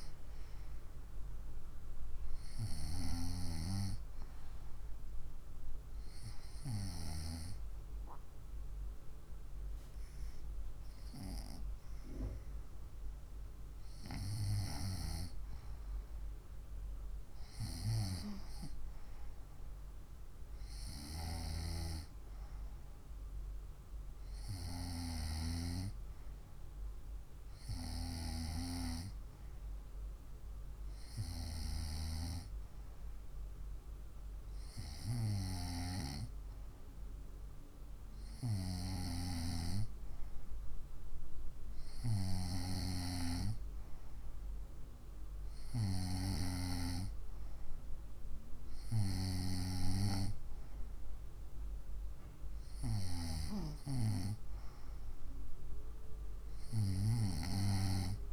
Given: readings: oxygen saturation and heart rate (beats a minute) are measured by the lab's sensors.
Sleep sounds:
breathing in sleep by a room microphone; none
none scored
From the record:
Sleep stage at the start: N2 (light sleep); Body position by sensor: on the right side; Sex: female

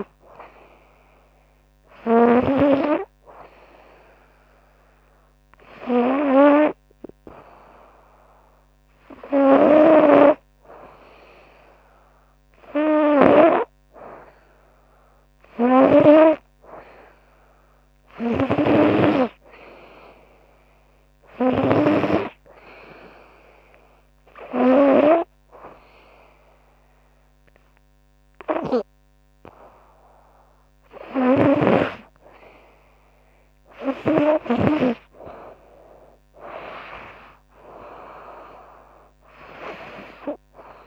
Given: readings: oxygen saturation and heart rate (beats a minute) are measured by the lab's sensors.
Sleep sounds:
breathing in sleep by a microphone on the trachea; none
15.00-21.50 s: snoring (device-marked)
30.50-34.50 s: snoring (device-marked)
From the record:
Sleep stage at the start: N2 (light sleep); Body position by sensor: on the right side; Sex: female

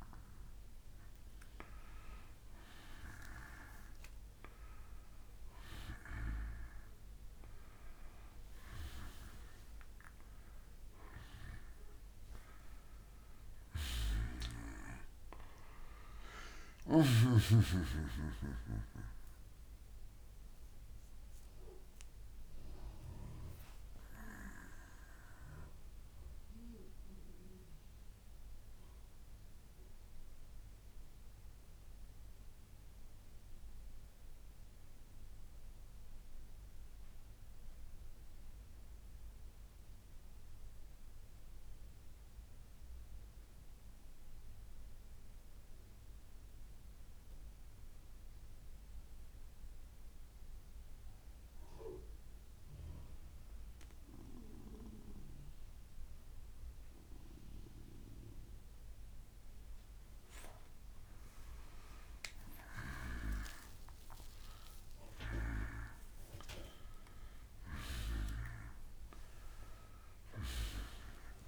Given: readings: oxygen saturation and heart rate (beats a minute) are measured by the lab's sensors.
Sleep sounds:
breathing in sleep by a room microphone; 1
0.00-2.00 s: arousal
8.00-21.00 s: oxygen desaturation (device-marked, oxygen 96% before, 90% lowest, heart rate 62 before, 61 extreme)
24.00-58.50 s: mixed apnea (oxygen 96% before, 89% lowest, heart rate 67 before, 58 extreme, up 8 after)
57.00-71.48 s: oxygen desaturation (device-marked, oxygen 97% before, 89% lowest, heart rate 63 before, 58 extreme)
60.00-64.00 s: arousal
64.00-66.00 s: bradycardia (device-marked, heart rate 64 before, 61 extreme)
From the record:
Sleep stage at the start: N2 (light sleep); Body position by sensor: on the back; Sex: male

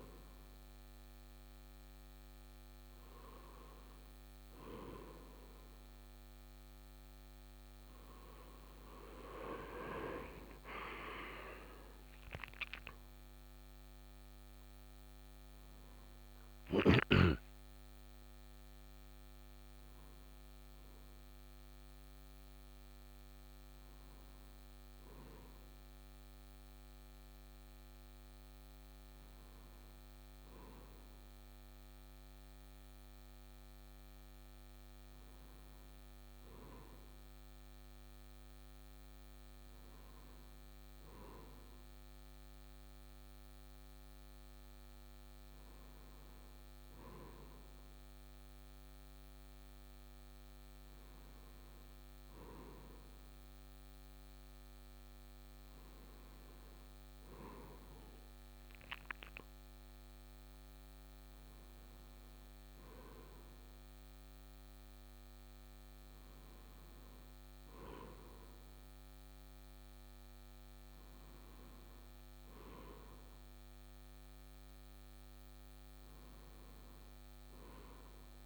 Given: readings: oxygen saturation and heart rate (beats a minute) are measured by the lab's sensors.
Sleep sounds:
breathing in sleep by a microphone on the trachea; none
none scored
From the record:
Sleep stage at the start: N2 (light sleep); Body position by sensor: on the right side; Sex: male

